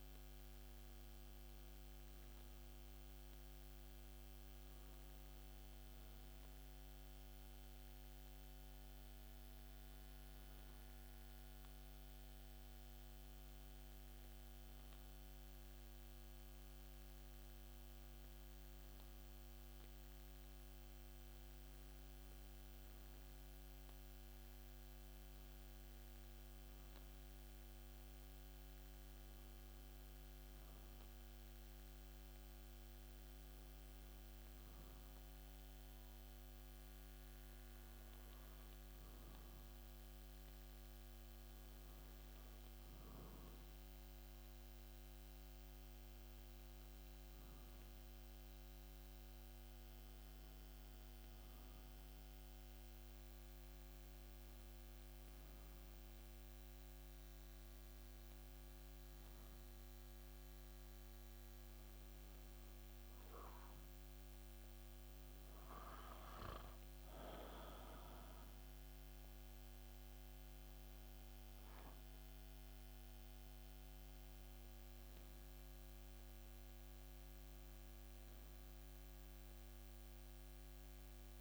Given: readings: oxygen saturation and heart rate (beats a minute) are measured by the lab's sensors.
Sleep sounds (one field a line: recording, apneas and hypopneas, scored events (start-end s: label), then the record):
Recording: breathing in sleep, hard to hear, by a microphone on the trachea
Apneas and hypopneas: none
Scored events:
none scored
From the record:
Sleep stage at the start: N1 (lightest sleep)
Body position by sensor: on the back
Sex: male